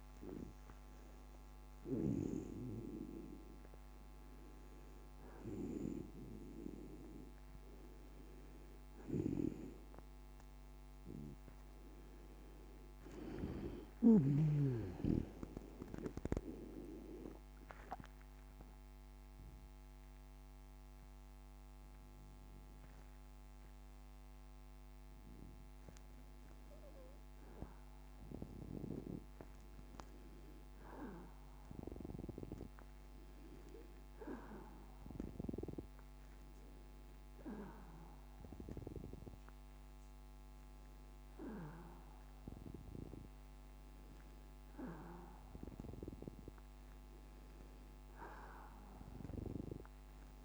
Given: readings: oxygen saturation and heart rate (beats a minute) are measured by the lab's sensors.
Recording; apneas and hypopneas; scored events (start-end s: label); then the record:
a person awake in a sleep study, by a microphone on the trachea; none
16.50-50.45 s: new sleep stage, awake
From the record:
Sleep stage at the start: N2 (light sleep); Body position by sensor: on the back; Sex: female